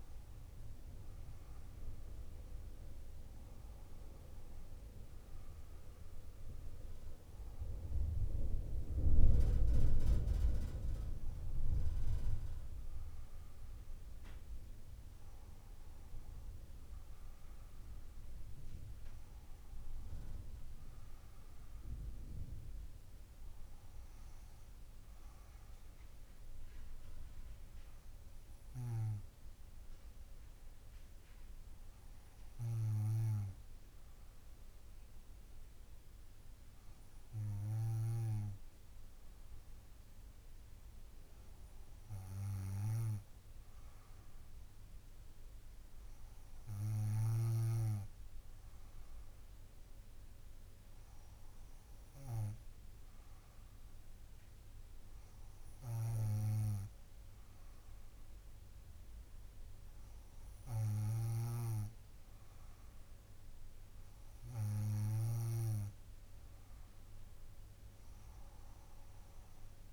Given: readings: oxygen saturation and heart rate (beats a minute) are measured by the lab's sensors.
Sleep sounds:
breathing in sleep by a room microphone; 1
0.00-3.50 s: arousal
27.00-41.50 s: obstructive apnea (oxygen 97% before, 96% lowest, heart rate 66 before, 56 extreme, up 6 after)
42.00-46.00 s: arousal
From the record:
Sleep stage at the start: N2 (light sleep); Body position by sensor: on the back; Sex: female

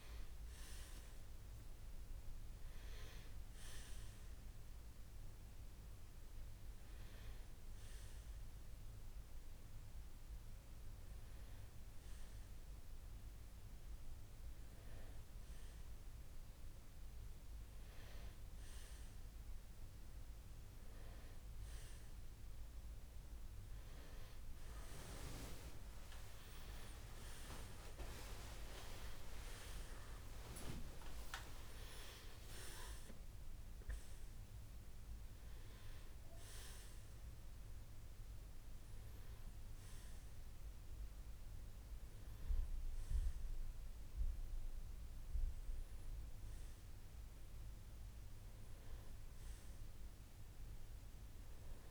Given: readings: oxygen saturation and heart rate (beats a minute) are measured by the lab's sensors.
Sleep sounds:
a person awake in a sleep study, by a room microphone; none
21.00-48.00 s: oxygen desaturation (device-marked, oxygen 97% before, 91% lowest)
44.00-51.91 s: new sleep stage, N1 (lightest sleep)
From the record:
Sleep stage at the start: awake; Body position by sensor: on the right side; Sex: male

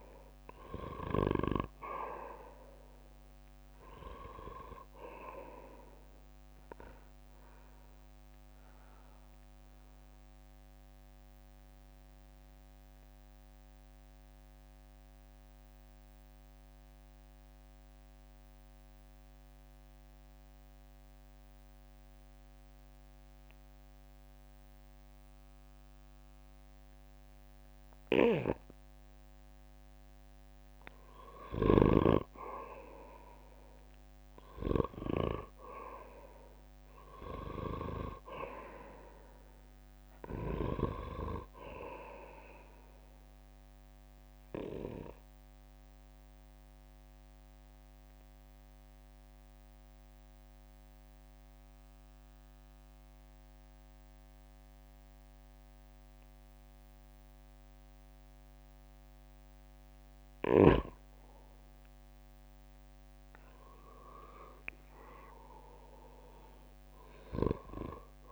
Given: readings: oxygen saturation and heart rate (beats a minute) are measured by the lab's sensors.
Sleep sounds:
breathing in sleep by a microphone on the trachea; 2
0.00-19.00 s: oxygen desaturation (device-marked, oxygen 89% lowest, heart rate 55 extreme)
10.00-30.00 s: mixed apnea (oxygen 97% before, 89% lowest, heart rate 66 before, 55 extreme, up 13 after)
34.00-38.00 s: arousal
34.00-56.00 s: oxygen desaturation (device-marked, oxygen 98% before, 90% lowest, heart rate 59 before, 56 extreme)
45.00-60.50 s: obstructive apnea (oxygen 98% before, 88% lowest, heart rate 67 before, 55 extreme, up 13 after)
63.50-66.50 s: arousal
From the record:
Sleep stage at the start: N2 (light sleep); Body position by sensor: on the back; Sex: male

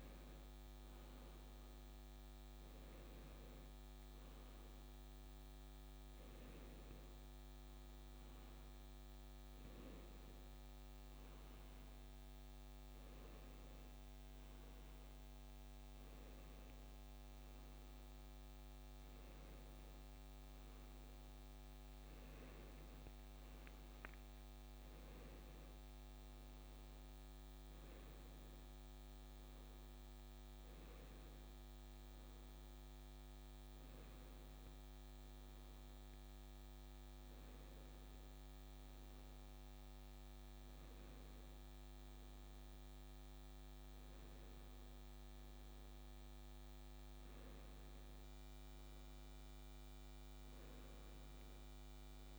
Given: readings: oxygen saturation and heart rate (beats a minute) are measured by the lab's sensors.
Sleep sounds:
a person awake in a sleep study, hard to hear, by a microphone on the trachea; none
none scored
From the record:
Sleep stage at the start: awake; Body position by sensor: on the right side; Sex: male

